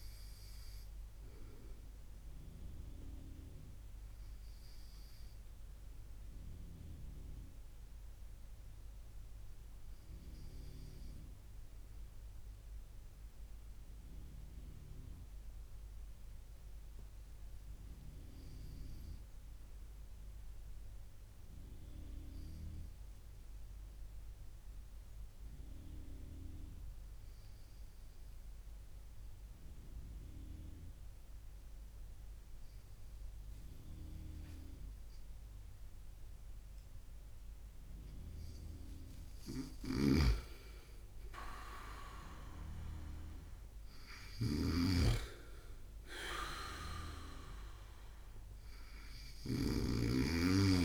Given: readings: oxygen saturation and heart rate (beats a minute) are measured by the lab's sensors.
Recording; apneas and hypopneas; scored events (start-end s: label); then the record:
breathing in sleep by a room microphone; 1
3.00-36.50 s: obstructive apnea (oxygen 100% before, 97% lowest, heart rate 64 before, 54 extreme, up 12 after)
39.00-44.00 s: arousal
39.00-50.85 s: snoring (device-marked)
From the record:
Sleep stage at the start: N2 (light sleep); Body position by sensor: on the right side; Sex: male